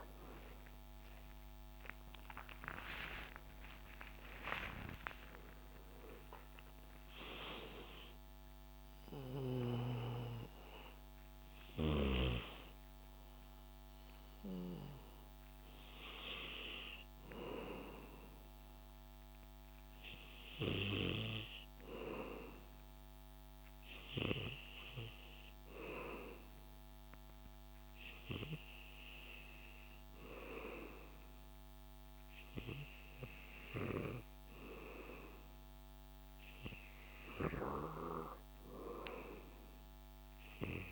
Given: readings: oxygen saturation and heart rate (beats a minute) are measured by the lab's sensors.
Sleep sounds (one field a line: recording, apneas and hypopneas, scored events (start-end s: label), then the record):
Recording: breathing in sleep by a microphone on the trachea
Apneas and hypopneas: none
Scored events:
0.50-5.50 s: arousal
From the record:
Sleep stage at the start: N2 (light sleep)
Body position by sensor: on the back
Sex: male